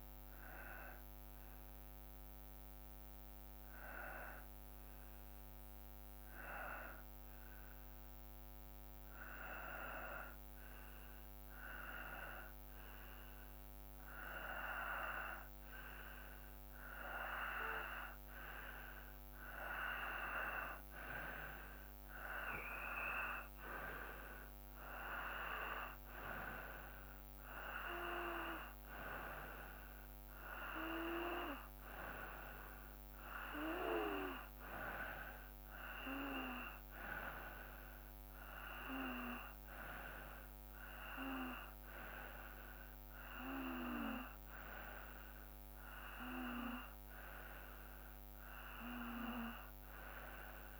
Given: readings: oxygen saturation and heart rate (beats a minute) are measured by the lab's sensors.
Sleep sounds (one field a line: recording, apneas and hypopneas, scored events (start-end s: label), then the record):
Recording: breathing in sleep by a microphone on the trachea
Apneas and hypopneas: 1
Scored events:
1.50-17.50 s: hypopnea (oxygen 96% before, 92% lowest, heart rate 57 before, 55 extreme, up 2 after)
19.50-24.00 s: arousal
19.50-38.50 s: oxygen desaturation (device-marked, oxygen 97% before, 92% lowest, heart rate 56 before, 55 extreme)
From the record:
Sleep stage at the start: N2 (light sleep)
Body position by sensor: on the back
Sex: male